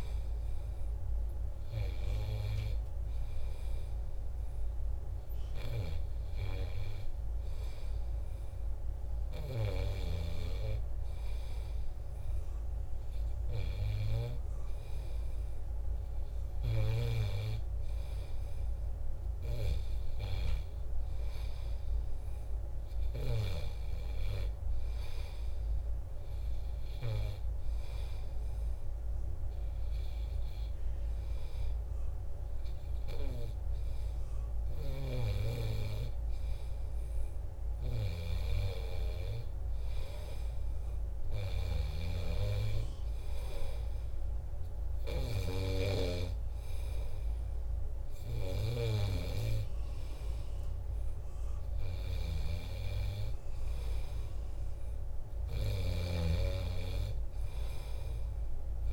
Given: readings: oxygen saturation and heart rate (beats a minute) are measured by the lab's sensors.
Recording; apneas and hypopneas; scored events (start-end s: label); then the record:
breathing in sleep by a room microphone; none
38.00-49.50 s: snoring (device-marked)
55.50-58.93 s: snoring (device-marked)
From the record:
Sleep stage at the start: N2 (light sleep); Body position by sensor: on the back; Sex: male